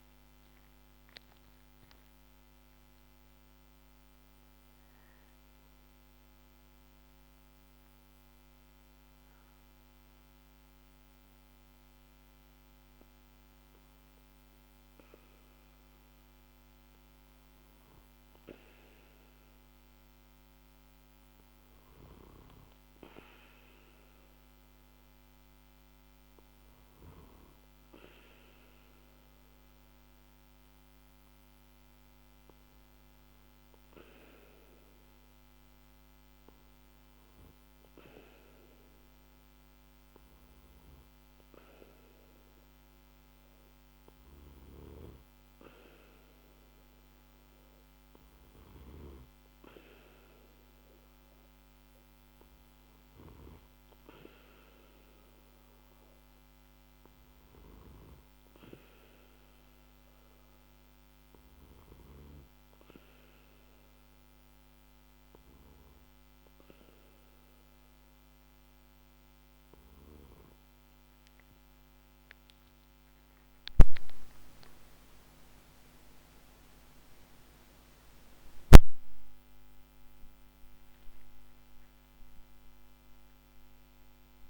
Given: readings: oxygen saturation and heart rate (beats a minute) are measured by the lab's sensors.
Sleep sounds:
a person partly awake in a sleep study, by a microphone on the trachea; none
7.00-37.00 s: new sleep stage, awake
37.00-84.50 s: new sleep stage, N2 (light sleep)
From the record:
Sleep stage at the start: N2 (light sleep); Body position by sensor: on the back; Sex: male

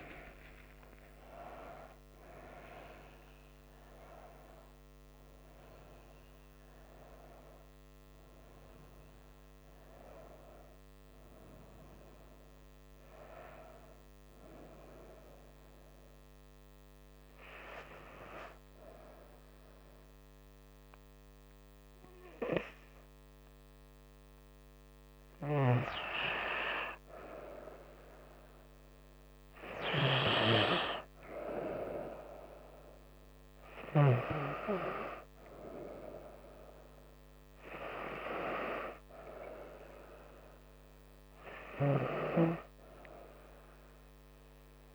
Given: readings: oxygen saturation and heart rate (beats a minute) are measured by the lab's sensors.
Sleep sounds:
a person partly awake in a sleep study, by a microphone on the trachea; 1
15.50-27.00 s: hypopnea (oxygen 98% before, 93% lowest, heart rate 107 before, 69 extreme, up 0 after)
19.00-44.95 s: new sleep stage, N1 (lightest sleep)
29.50-33.50 s: arousal
30.00-44.95 s: oxygen desaturation (device-marked, oxygen 99% before, 93% lowest, heart rate 81 before, 68 extreme)
From the record:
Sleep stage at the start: awake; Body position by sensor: on the front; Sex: female

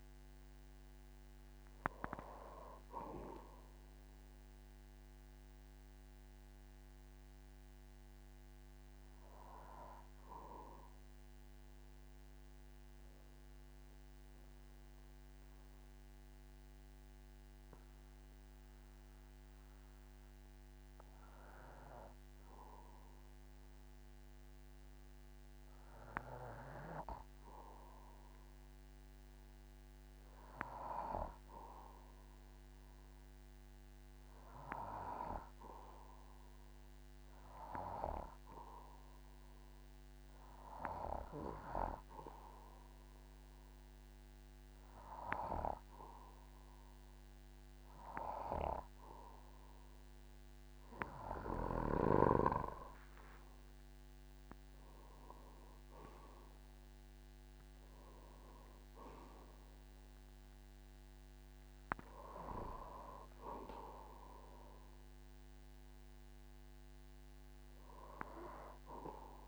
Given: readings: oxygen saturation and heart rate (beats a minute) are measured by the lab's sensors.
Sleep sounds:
breathing in sleep by a microphone on the trachea; 1
0.00-23.00 s: oxygen desaturation (device-marked, oxygen 91% lowest, heart rate 47 extreme)
11.00-49.50 s: mixed apnea (oxygen 99% before, 91% lowest, heart rate 54 before, 47 extreme, up 7 after)
42.00-69.48 s: oxygen desaturation (device-marked, oxygen 98% before, 91% lowest, heart rate 54 before, 47 extreme)
55.00-59.50 s: arousal
From the record:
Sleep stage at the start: N2 (light sleep); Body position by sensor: on the back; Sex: male

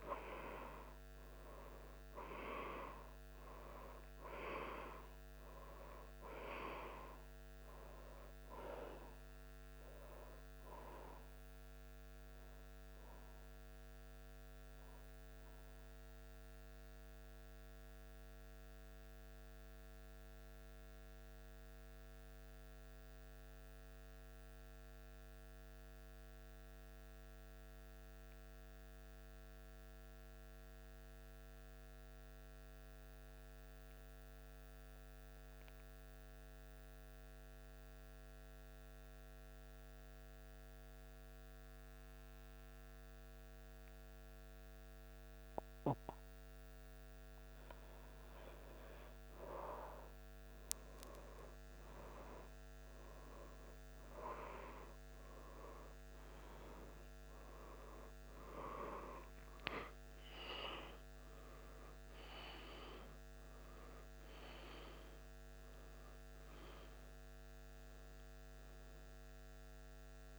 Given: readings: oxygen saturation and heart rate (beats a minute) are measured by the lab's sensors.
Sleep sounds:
breathing in sleep by a microphone on the trachea; 1
10.50-46.50 s: obstructive apnea (oxygen 96% before, 94% lowest, heart rate 77 before, 75 extreme, up 1 after)
48.50-53.00 s: arousal
From the record:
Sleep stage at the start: N2 (light sleep); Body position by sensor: on the back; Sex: male

